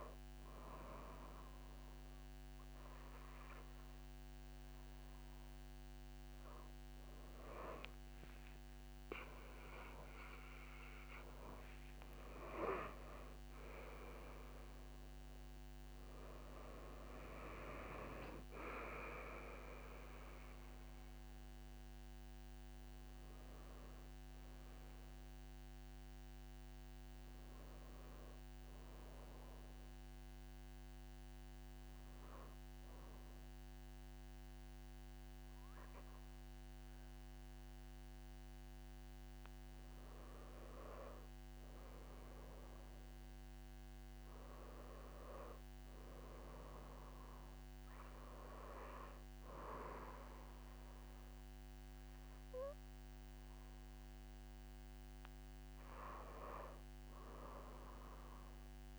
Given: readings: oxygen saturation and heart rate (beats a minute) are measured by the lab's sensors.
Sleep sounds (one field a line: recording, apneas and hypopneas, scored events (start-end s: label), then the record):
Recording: breathing in sleep by a microphone on the trachea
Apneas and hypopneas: 1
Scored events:
9.00-13.00 s: arousal
17.00-35.00 s: oxygen desaturation (device-marked, oxygen 97% before, 94% lowest)
24.00-58.99 s: new sleep stage, N2 (light sleep)
30.00-40.50 s: obstructive apnea (oxygen 98% before, 94% lowest)
42.00-44.50 s: arousal
From the record:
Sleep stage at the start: N1 (lightest sleep)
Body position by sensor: on the back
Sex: female